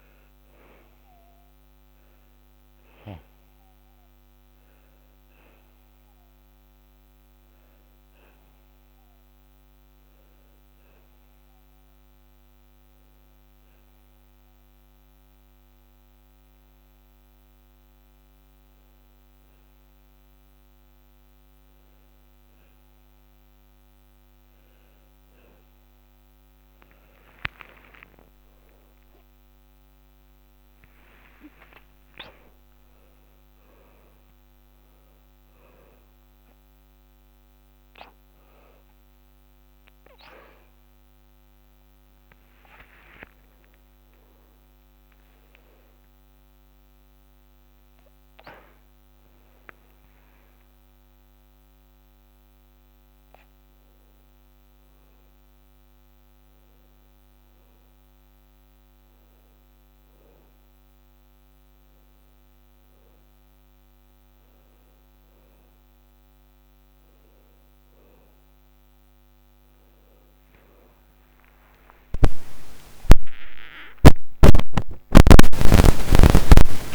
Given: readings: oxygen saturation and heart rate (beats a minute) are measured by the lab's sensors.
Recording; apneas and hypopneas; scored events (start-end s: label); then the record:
a person awake in a sleep study, by a microphone on the trachea; 1
0.00-23.50 s: oxygen desaturation (device-marked, oxygen 88% lowest, heart rate 74 extreme)
12.50-23.50 s: hypopnea (oxygen 97% before, 88% lowest, heart rate 79 before, 84 extreme, up 4 after)
29.50-76.94 s: new sleep stage, awake
56.50-71.50 s: oxygen desaturation (device-marked, oxygen 99% before, 95% lowest, heart rate 94 before, 84 extreme)
From the record:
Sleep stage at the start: N2 (light sleep); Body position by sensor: on the back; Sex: male